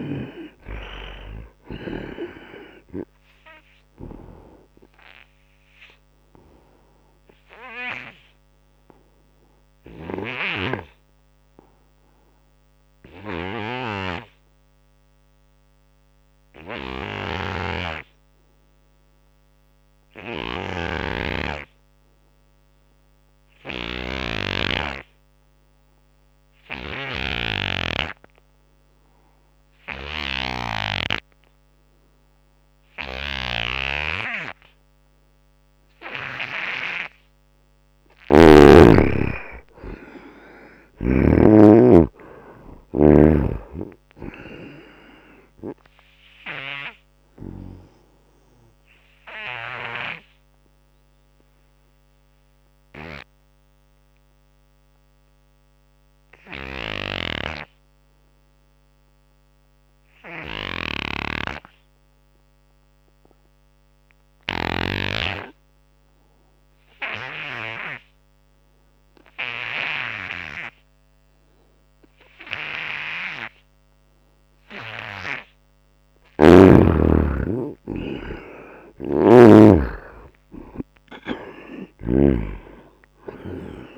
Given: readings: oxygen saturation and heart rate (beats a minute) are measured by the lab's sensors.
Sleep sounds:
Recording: breathing in sleep by a microphone on the trachea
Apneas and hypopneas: 2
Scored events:
0.00-19.00 s: oxygen desaturation (device-marked, oxygen 74% lowest, heart rate 65 extreme)
6.00-35.50 s: obstructive apnea (oxygen 97% before, 74% lowest, heart rate 75 before, 65 extreme, up 8 after)
20.50-38.50 s: snoring (device-marked)
32.00-61.00 s: oxygen desaturation (device-marked, oxygen 96% before, 76% lowest, heart rate 78 before, 63 extreme)
37.50-41.00 s: arousal
45.00-47.00 s: long interval between heartbeats (device-marked, heart rate 72 before, 94 extreme)
46.50-75.00 s: obstructive apnea (oxygen 97% before, 75% lowest, heart rate 73 before, 63 extreme, up 20 after)
74.00-83.98 s: oxygen desaturation (device-marked, oxygen 96% before, 75% lowest, heart rate 76 before, 65 extreme)
78.00-81.50 s: arousal
78.50-82.00 s: snoring (device-marked)
From the record:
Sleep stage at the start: N2 (light sleep)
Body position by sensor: on the right side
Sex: male

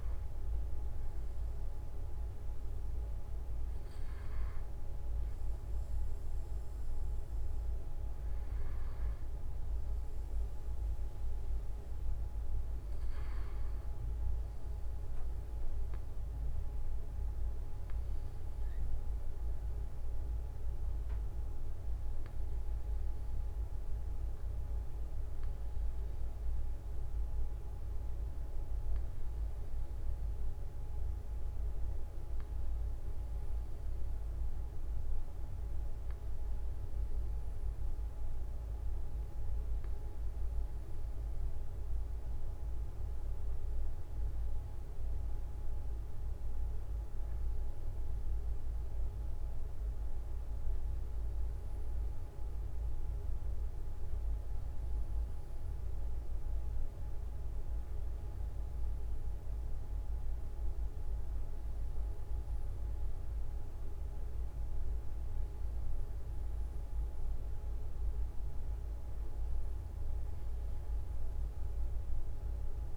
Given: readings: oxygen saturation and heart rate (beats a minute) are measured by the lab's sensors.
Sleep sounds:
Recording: breathing in sleep, hard to hear, by a room microphone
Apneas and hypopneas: none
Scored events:
3.00-5.00 s: long interval between heartbeats (device-marked)
7.00-9.00 s: long interval between heartbeats (device-marked)
13.50-15.50 s: long interval between heartbeats (device-marked)
23.50-25.50 s: long interval between heartbeats (device-marked)
31.00-33.00 s: long interval between heartbeats (device-marked)
37.00-39.00 s: long interval between heartbeats (device-marked)
44.50-46.50 s: long interval between heartbeats (device-marked)
48.00-50.00 s: long interval between heartbeats (device-marked)
56.50-58.50 s: long interval between heartbeats (device-marked)
67.50-69.50 s: long interval between heartbeats (device-marked)
68.50-72.97 s: new sleep stage, N2 (light sleep)
From the record:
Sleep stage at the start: N1 (lightest sleep)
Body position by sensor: on the back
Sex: male

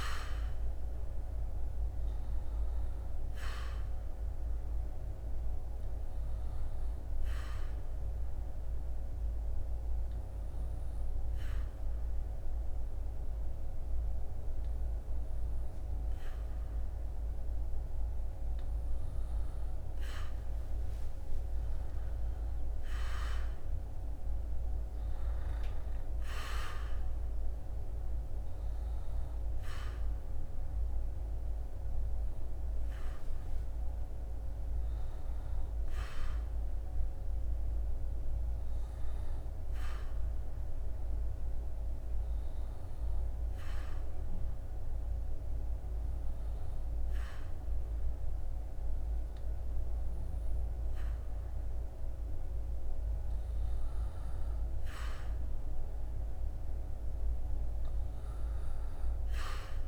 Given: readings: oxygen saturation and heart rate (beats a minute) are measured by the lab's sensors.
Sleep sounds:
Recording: breathing in sleep, hard to hear, by a room microphone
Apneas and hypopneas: 2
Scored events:
6.00-19.00 s: obstructive apnea (oxygen 98% before, 95% lowest, heart rate 73 before, 69 extreme, up 12 after)
22.50-28.00 s: arousal
39.00-53.00 s: obstructive apnea (oxygen 98% before, 96% lowest, heart rate 77 before, 62 extreme, up 5 after)
55.00-59.88 s: arousal
From the record:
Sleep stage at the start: N2 (light sleep)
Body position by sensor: on the back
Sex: male

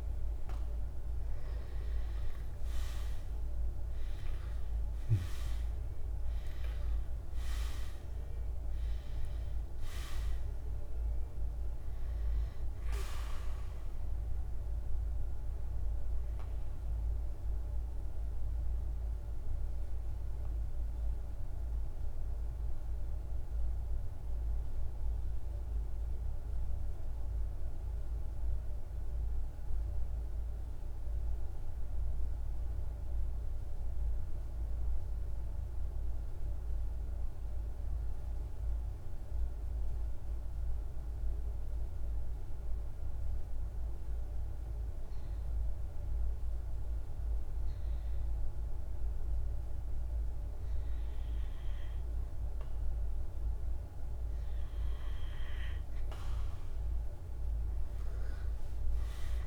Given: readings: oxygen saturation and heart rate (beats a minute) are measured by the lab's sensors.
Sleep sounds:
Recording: breathing in sleep, hard to hear, by a room microphone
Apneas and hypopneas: 1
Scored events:
0.00-26.00 s: oxygen desaturation (device-marked, oxygen 88% lowest, heart rate 46 extreme)
18.50-51.50 s: mixed apnea (oxygen 98% before, 90% lowest, heart rate 53 before, 46 extreme, up 5 after)
45.00-59.47 s: oxygen desaturation (device-marked, oxygen 99% before, 90% lowest, heart rate 49 before, 49 extreme)
58.00-59.47 s: arousal
From the record:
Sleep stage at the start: N2 (light sleep)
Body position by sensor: on the right side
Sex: male

